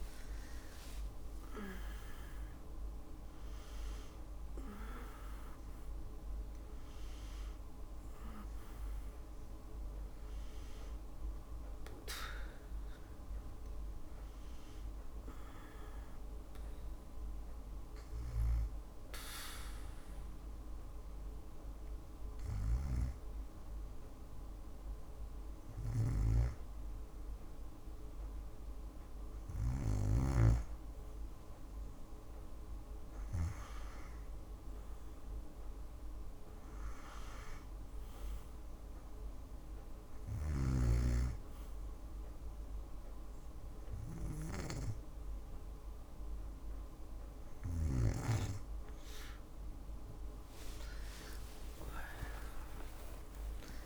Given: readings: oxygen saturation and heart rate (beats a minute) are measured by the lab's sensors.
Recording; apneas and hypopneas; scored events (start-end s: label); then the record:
breathing in sleep by a room microphone; 1
0.00-2.00 s: arousal
38.00-48.00 s: hypopnea (oxygen 97% before, 94% lowest, heart rate 62 before, 62 extreme, up 23 after)
50.00-53.86 s: arousal
From the record:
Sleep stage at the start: N2 (light sleep); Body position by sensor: on the back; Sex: female